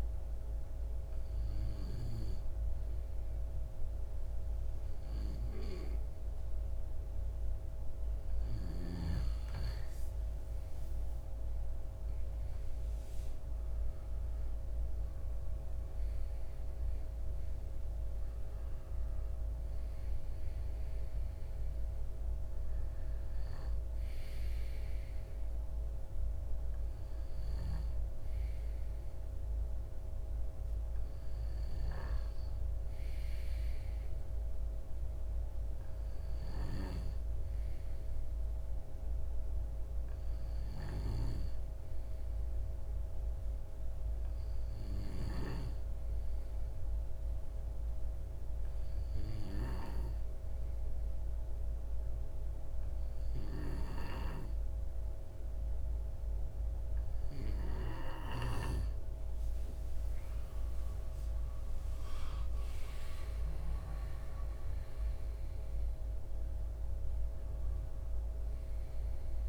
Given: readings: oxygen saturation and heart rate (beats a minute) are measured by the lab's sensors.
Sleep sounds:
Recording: breathing in sleep by a room microphone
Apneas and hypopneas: none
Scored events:
60.00-64.50 s: arousal
From the record:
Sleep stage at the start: N2 (light sleep)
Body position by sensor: on the left side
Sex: male

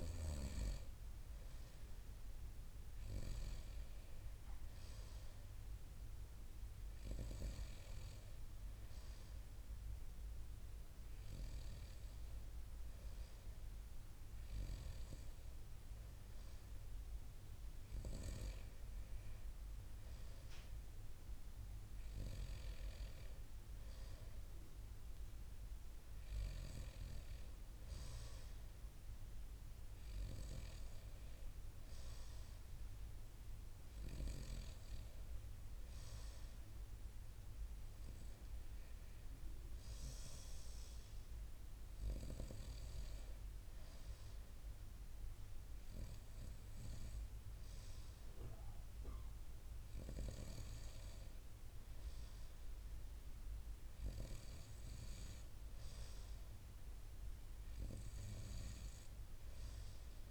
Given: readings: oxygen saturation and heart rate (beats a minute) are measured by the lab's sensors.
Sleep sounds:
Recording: breathing in sleep by a room microphone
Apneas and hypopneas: none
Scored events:
none scored
From the record:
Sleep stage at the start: N2 (light sleep)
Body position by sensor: on the right side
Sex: male

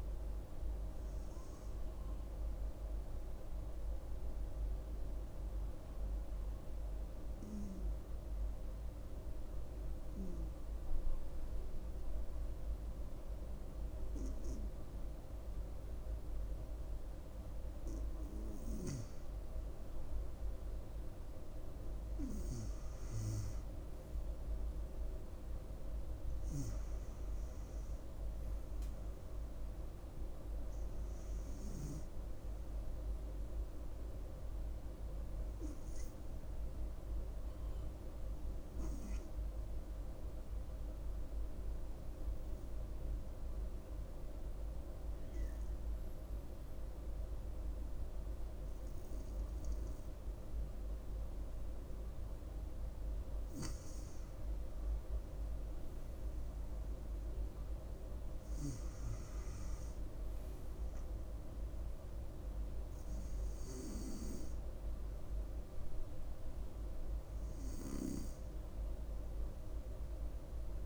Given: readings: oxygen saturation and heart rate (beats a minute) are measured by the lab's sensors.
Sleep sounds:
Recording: breathing in sleep by a room microphone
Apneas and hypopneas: 2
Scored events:
4.50-20.00 s: hypopnea (oxygen 98% before, 95% lowest, heart rate 73 before, 64 extreme, up 3 after)
7.00-16.00 s: oxygen desaturation (device-marked, oxygen 98% before, 95% lowest, heart rate 71 before, 64 extreme)
23.50-27.50 s: arousal
34.00-53.50 s: hypopnea (oxygen 98% before, 95% lowest, heart rate 66 before, 65 extreme, up 5 after)
55.50-59.50 s: arousal
From the record:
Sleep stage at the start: N2 (light sleep)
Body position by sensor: on the front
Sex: female

